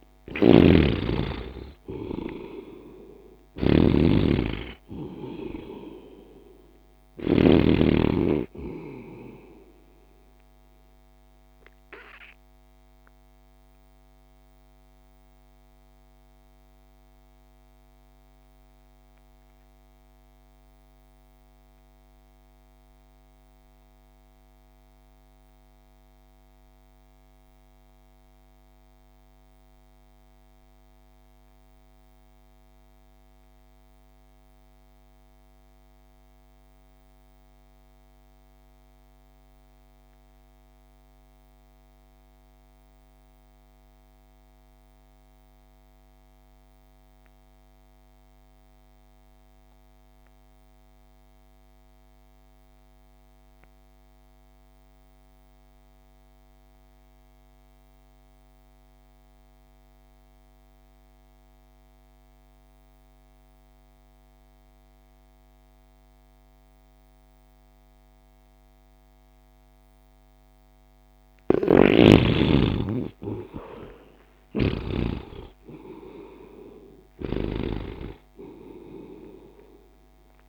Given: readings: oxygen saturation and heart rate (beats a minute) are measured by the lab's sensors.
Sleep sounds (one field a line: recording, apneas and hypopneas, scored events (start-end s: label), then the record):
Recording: breathing in sleep by a microphone on the trachea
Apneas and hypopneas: 1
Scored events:
0.00-23.00 s: oxygen desaturation (device-marked, oxygen 100% before, 69% lowest)
0.50-3.50 s: arousal
0.50-7.50 s: snoring (device-marked)
11.00-71.50 s: mixed apnea (oxygen 100% before, 53% lowest)
31.00-80.48 s: oxygen desaturation (device-marked, oxygen 100% before, 53% lowest)
71.50-78.00 s: snoring (device-marked)
72.50-76.00 s: arousal
From the record:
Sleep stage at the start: REM sleep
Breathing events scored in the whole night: 519 in 6.8 hours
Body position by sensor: on the right side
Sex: male